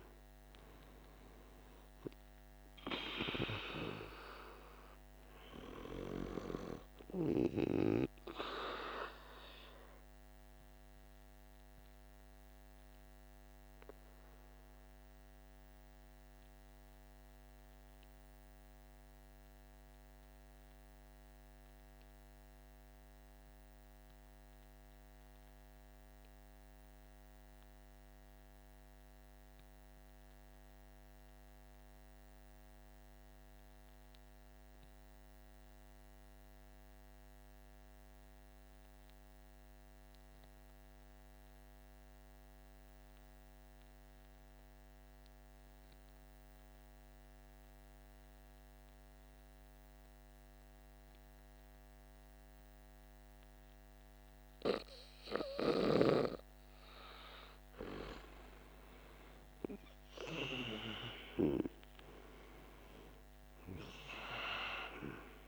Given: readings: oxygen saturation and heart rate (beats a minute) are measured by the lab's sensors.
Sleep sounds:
breathing in sleep by a microphone on the trachea; 1
0.00-24.50 s: oxygen desaturation (device-marked, oxygen 87% lowest, heart rate 46 extreme)
8.50-55.00 s: obstructive apnea (oxygen 98% before, 82% lowest, heart rate 53 before, 46 extreme, up 13 after)
41.50-65.48 s: oxygen desaturation (device-marked, oxygen 98% before, 82% lowest, heart rate 48 before, 47 extreme)
58.00-63.50 s: arousal
From the record:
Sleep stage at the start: N2 (light sleep); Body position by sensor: on the back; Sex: male

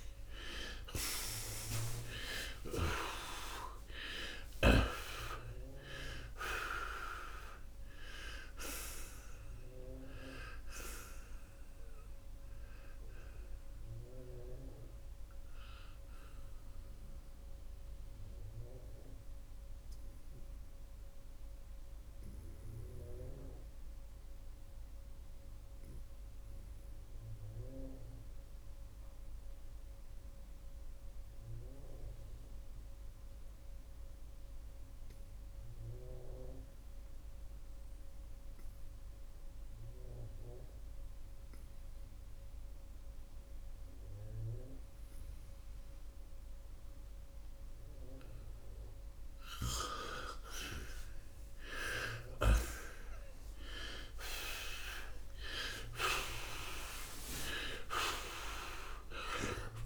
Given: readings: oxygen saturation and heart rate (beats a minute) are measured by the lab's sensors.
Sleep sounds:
breathing in sleep by a room microphone; 1
0.00-2.00 s: arousal
18.00-48.50 s: obstructive apnea (oxygen 95% before, 83% lowest, heart rate 108 before, 64 extreme, up 29 after)
26.50-44.50 s: oxygen desaturation (device-marked, oxygen 93% before, 84% lowest, heart rate 90 before, 64 extreme)
55.00-59.50 s: arousal
From the record:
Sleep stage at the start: N2 (light sleep); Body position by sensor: on the right side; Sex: male

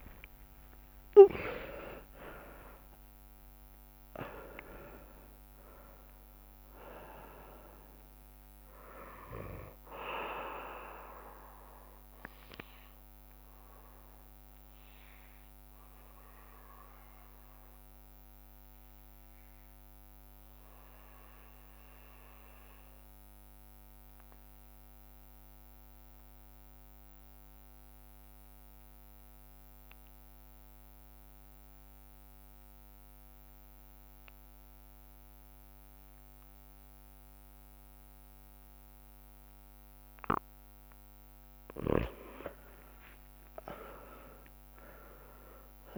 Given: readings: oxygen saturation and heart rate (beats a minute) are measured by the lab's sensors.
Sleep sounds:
breathing in sleep by a microphone on the trachea; 1
0.00-1.50 s: arousal
0.00-25.50 s: oxygen desaturation (device-marked, oxygen 86% lowest)
11.00-40.50 s: obstructive apnea (oxygen 98% before, 86% lowest)
15.50-21.50 s: bradycardia (device-marked)
42.00-45.50 s: arousal
43.50-45.98 s: oxygen desaturation (device-marked, oxygen 100% before, 92% lowest)
From the record:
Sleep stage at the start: REM sleep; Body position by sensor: on the right side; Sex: male

